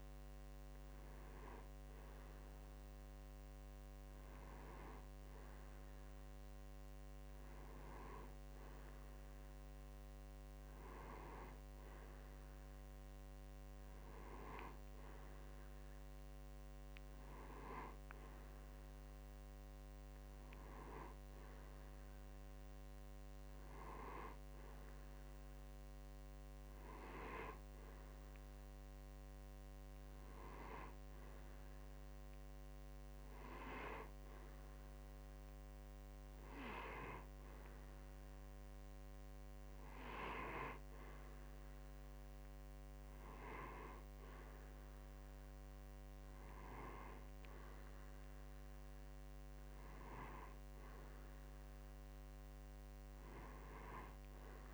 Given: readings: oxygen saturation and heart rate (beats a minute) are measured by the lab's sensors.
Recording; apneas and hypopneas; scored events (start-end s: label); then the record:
breathing in sleep by a microphone on the trachea; none
none scored
From the record:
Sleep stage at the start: N1 (lightest sleep); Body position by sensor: on the right side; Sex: male